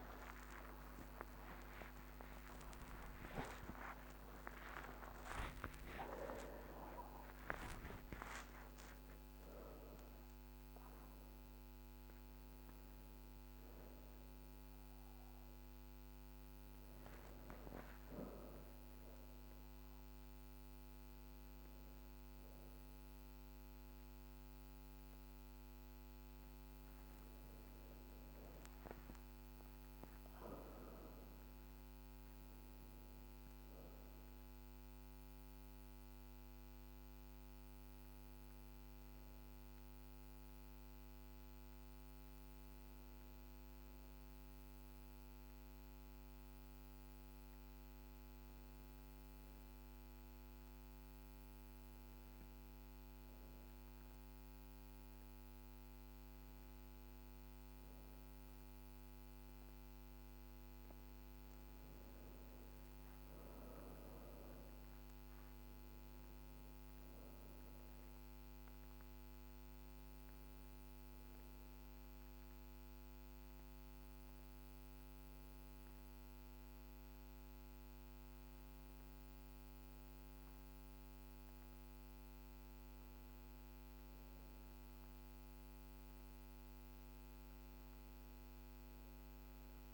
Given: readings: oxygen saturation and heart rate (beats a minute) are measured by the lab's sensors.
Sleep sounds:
breathing in sleep by a microphone on the trachea; 2
0.50-6.50 s: arousal
31.50-34.50 s: arousal
37.00-49.00 s: hypopnea (oxygen 98% before, 94% lowest, heart rate 62 before, 51 extreme, up 2 after)
51.50-56.50 s: arousal
55.00-80.00 s: oxygen desaturation (device-marked, oxygen 98% before, 94% lowest, heart rate 52 before, 52 extreme)
71.50-83.50 s: hypopnea (oxygen 98% before, 94% lowest, heart rate 55 before, 52 extreme, up 1 after)
73.00-89.94 s: new sleep stage, N1 (lightest sleep)
From the record:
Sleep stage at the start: N2 (light sleep); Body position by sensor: on the back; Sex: female

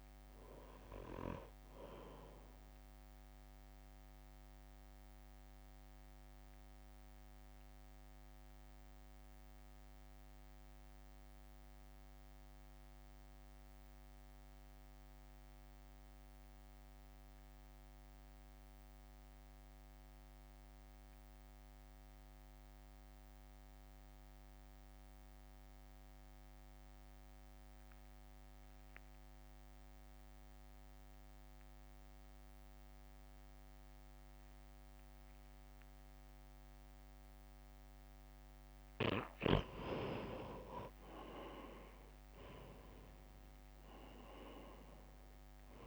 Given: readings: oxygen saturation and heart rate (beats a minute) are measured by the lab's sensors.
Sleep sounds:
breathing in sleep by a microphone on the trachea; 1
0.00-10.00 s: drop in pulse transit time (device-marked, heart rate 55 extreme)
0.00-23.00 s: oxygen desaturation (device-marked, oxygen 85% lowest, heart rate 55 extreme)
2.50-38.00 s: mixed apnea (oxygen 97% before, 85% lowest, heart rate 59 before, 52 extreme, up 7 after)
35.00-45.87 s: oxygen desaturation (device-marked, oxygen 98% before, 86% lowest, heart rate 62 before, 49 extreme)
43.00-45.87 s: arousal
From the record:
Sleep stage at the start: N2 (light sleep); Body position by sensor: on the right side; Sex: male

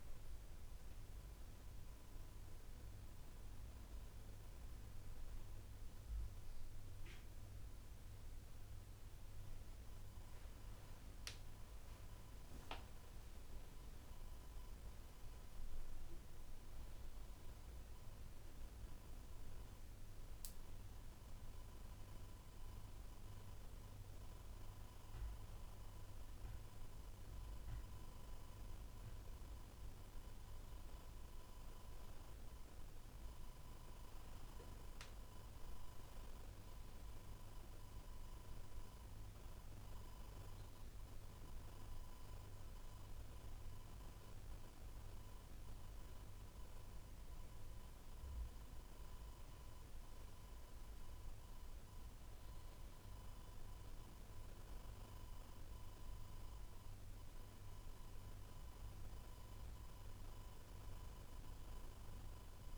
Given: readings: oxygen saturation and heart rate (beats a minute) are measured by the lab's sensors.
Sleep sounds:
breathing in sleep, hard to hear, by a room microphone; none
none scored
From the record:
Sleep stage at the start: N2 (light sleep); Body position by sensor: on the back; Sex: male

